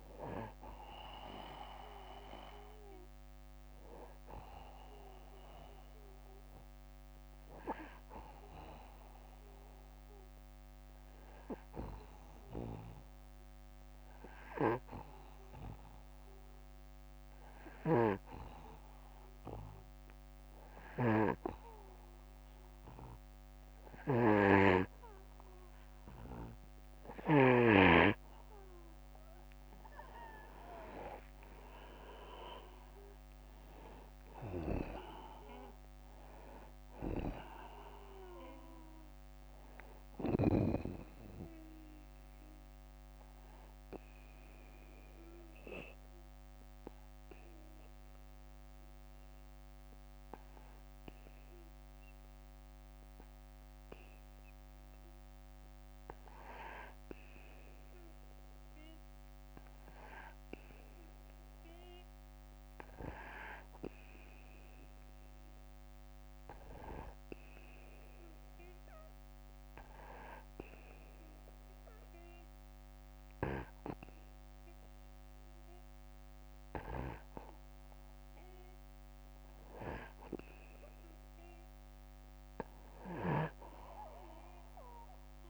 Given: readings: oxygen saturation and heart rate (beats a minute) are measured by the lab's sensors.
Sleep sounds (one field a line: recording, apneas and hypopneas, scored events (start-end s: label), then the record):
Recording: breathing in sleep by a microphone on the trachea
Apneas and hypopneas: 1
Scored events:
6.50-24.50 s: obstructive apnea (oxygen 94% before, 92% lowest, heart rate 65 before, 60 extreme, up 5 after)
17.00-27.00 s: snoring (device-marked)
30.00-35.50 s: arousal
52.00-61.00 s: oxygen desaturation (device-marked, oxygen 95% before, 92% lowest, heart rate 66 before, 60 extreme)
82.50-85.50 s: snoring (device-marked)
From the record:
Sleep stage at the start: N2 (light sleep)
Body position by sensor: on the back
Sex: male